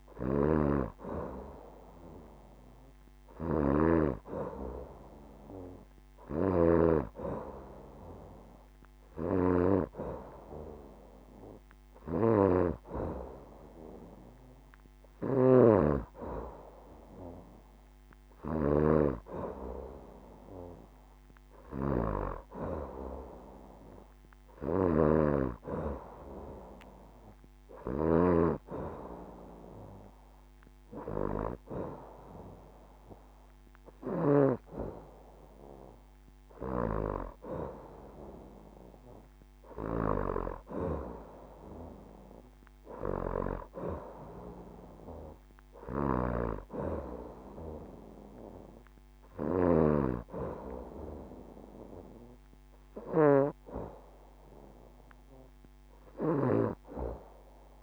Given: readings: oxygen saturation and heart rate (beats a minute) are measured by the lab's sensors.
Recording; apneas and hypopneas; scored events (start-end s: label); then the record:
breathing in sleep by a microphone on the trachea; none
none scored
From the record:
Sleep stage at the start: N2 (light sleep); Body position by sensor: on the back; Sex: female